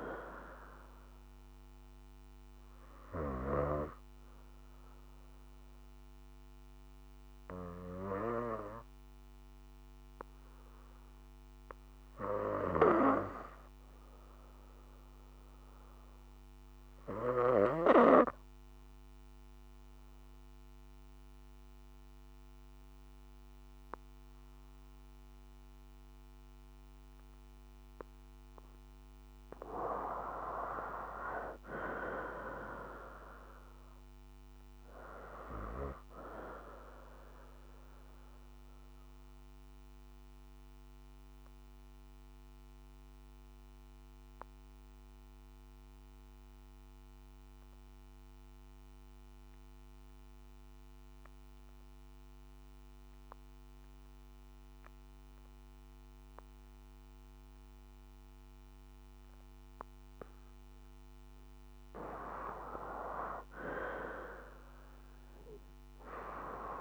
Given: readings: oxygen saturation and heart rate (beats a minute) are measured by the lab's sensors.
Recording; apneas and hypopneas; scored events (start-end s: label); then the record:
breathing in sleep by a microphone on the trachea; 3
0.00-18.50 s: oxygen desaturation (device-marked, oxygen 83% lowest, heart rate 59 extreme)
1.00-12.00 s: obstructive apnea (oxygen 95% before, 76% lowest, heart rate 60 before, 59 extreme, up 1 after)
13.50-16.00 s: arousal
18.50-29.50 s: obstructive apnea (oxygen 94% before, 75% lowest, heart rate 61 before, 54 extreme, up 8 after)
25.50-56.50 s: oxygen desaturation (device-marked, oxygen 96% before, 76% lowest, heart rate 60 before, 54 extreme)
31.00-34.50 s: arousal
38.00-60.50 s: obstructive apnea (oxygen 96% before, 75% lowest, heart rate 61 before, 54 extreme, up 6 after)
58.50-66.81 s: oxygen desaturation (device-marked, oxygen 97% before, 75% lowest, heart rate 59 before, 57 extreme)
62.00-65.50 s: arousal
From the record:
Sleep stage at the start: N2 (light sleep); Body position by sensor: on the back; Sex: female